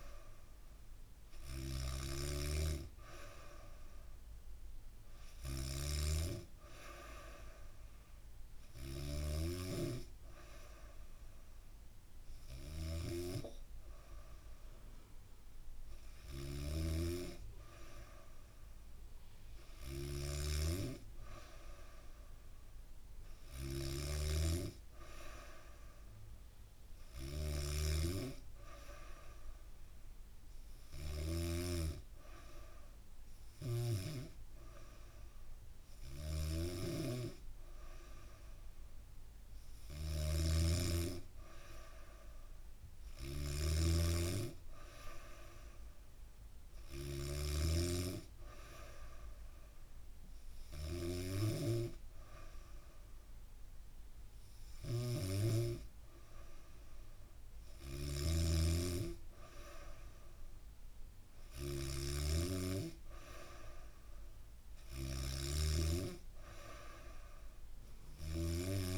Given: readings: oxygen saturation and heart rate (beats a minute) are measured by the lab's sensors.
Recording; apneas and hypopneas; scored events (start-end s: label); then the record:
breathing in sleep by a room microphone; none
0.00-31.00 s: snoring (device-marked)
35.50-68.98 s: snoring (device-marked)
From the record:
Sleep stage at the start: N3 (deep sleep); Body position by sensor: on the back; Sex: female